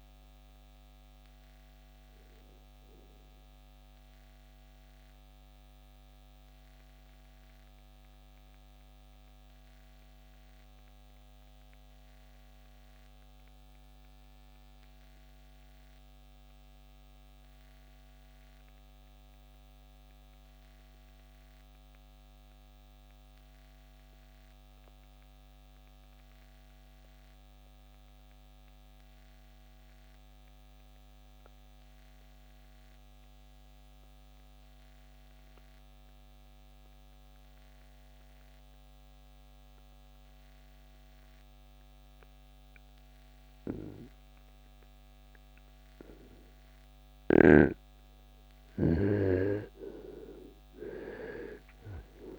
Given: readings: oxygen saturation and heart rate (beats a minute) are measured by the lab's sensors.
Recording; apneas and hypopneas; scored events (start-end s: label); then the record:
breathing in sleep by a microphone on the trachea; 1
3.00-46.00 s: mixed apnea (oxygen 97% before, 80% lowest, heart rate 81 before, 49 extreme, up 11 after)
47.50-52.39 s: arousal
From the record:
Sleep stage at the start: REM sleep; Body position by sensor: on the right side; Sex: male